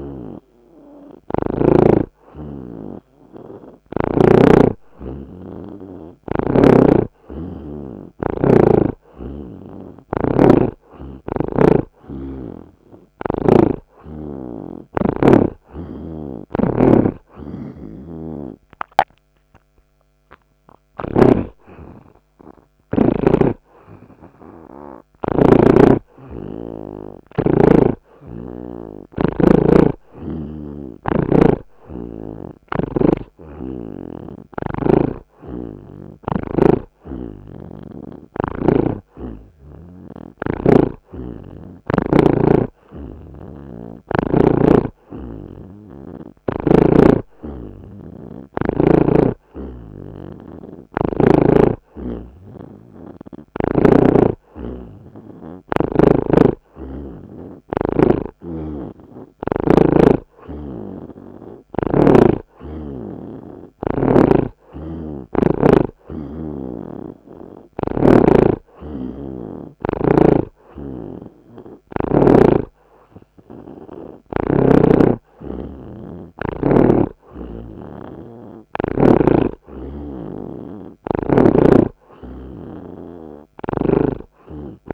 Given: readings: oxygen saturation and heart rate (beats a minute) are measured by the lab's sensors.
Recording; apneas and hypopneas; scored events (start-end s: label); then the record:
breathing in sleep by a microphone on the trachea; none
7.00-14.00 s: snoring (device-marked)
16.00-21.50 s: snoring (device-marked)
38.00-47.00 s: oxygen desaturation (device-marked, oxygen 83% before, 77% lowest)
43.50-47.00 s: snoring (device-marked)
54.00-62.00 s: oxygen desaturation (device-marked, oxygen 82% before, 78% lowest)
56.50-60.00 s: snoring (device-marked)
64.50-68.00 s: snoring (device-marked)
80.00-84.00 s: snoring (device-marked)
From the record:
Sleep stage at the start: N2 (light sleep); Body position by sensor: on the right side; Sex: male